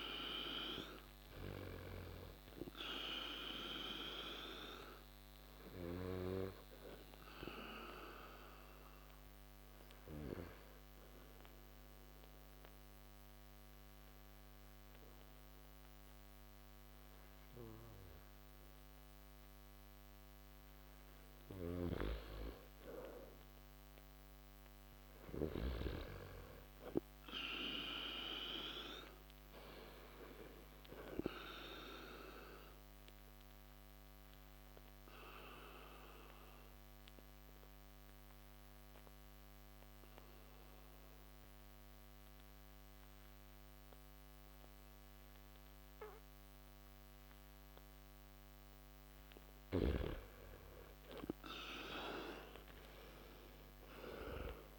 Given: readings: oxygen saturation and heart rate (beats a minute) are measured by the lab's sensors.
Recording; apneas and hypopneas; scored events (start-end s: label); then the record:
breathing in sleep by a microphone on the trachea; 2
2.00-21.00 s: oxygen desaturation (device-marked, oxygen 96% before, 90% lowest)
5.00-21.00 s: obstructive apnea (oxygen 97% before, 89% lowest)
23.00-26.00 s: arousal
31.00-49.50 s: obstructive apnea (oxygen 96% before, 89% lowest)
31.00-51.00 s: oxygen desaturation (device-marked, oxygen 96% before, 90% lowest)
51.50-54.50 s: arousal
From the record:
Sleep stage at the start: N2 (light sleep); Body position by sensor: on the back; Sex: male